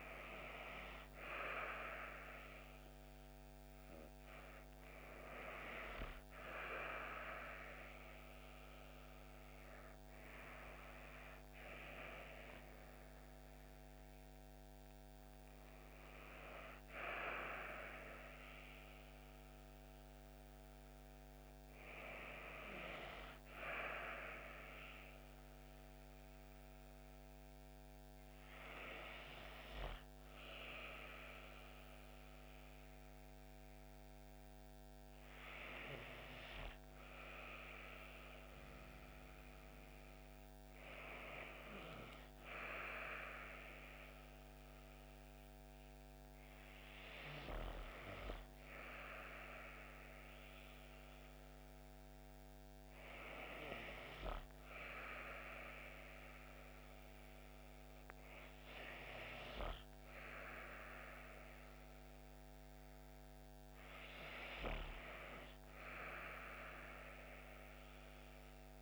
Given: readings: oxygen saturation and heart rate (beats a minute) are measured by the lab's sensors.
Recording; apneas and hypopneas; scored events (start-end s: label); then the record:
breathing in sleep by a microphone on the trachea; 1
9.50-13.50 s: arousal
24.50-38.00 s: hypopnea (oxygen 95% before, 95% lowest)
39.50-43.00 s: arousal
From the record:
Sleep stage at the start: N2 (light sleep); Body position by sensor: on the back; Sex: female